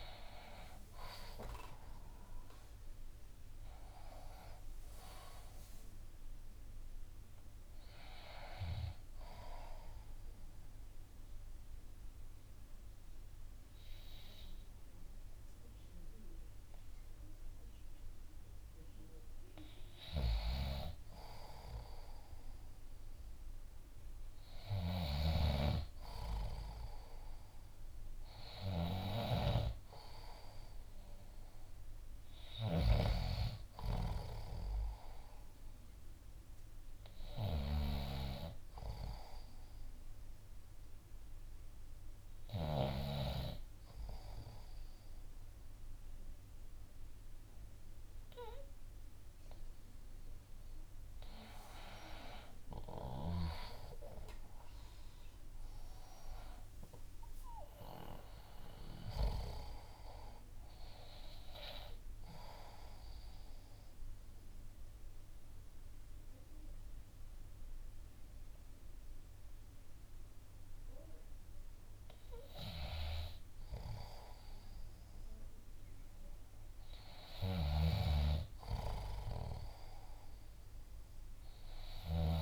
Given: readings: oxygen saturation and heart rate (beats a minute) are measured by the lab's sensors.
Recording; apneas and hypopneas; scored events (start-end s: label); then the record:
breathing in sleep by a room microphone; 3
0.00-11.50 s: drop in pulse transit time (device-marked, heart rate 60 extreme)
4.50-20.50 s: oxygen desaturation (device-marked, oxygen 94% before, 90% lowest, heart rate 61 before, 56 extreme)
9.00-20.50 s: mixed apnea (oxygen 94% before, 90% lowest, heart rate 63 before, 56 extreme, up 4 after)
23.00-27.00 s: arousal
24.50-43.00 s: snoring (device-marked)
35.50-46.50 s: oxygen desaturation (device-marked, oxygen 96% before, 92% lowest, heart rate 59 before, 57 extreme)
39.00-49.50 s: obstructive apnea (oxygen 96% before, 92% lowest, heart rate 60 before, 57 extreme, up 8 after)
52.50-56.00 s: arousal
52.50-64.50 s: drop in pulse transit time (device-marked, heart rate 60 before, 62 extreme)
62.00-73.00 s: mixed apnea (oxygen 95% before, 92% lowest, heart rate 61 before, 57 extreme, up 4 after)
76.50-80.00 s: arousal
77.00-82.00 s: snoring (device-marked)
From the record:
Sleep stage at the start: N2 (light sleep); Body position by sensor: on the back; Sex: male